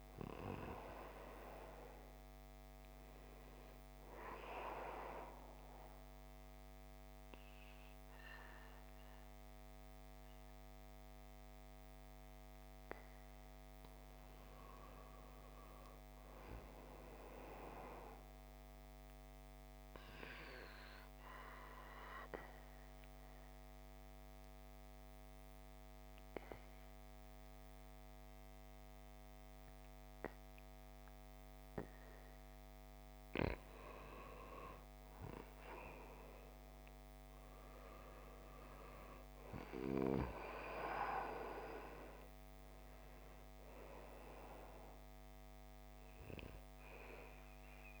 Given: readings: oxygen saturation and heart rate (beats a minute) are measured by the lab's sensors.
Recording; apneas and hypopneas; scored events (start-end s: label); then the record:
breathing in sleep by a microphone on the trachea; 1
2.00-19.00 s: oxygen desaturation (device-marked, oxygen 96% before, 91% lowest, heart rate 58 before, 54 extreme)
19.00-32.50 s: mixed apnea (oxygen 96% before, 86% lowest, heart rate 59 before, 53 extreme, up 7 after)
33.50-38.00 s: arousal
43.00-48.00 s: oxygen desaturation (device-marked, oxygen 96% before, 92% lowest, heart rate 56 before, 52 extreme)
From the record:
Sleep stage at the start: N2 (light sleep); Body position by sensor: on the back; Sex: male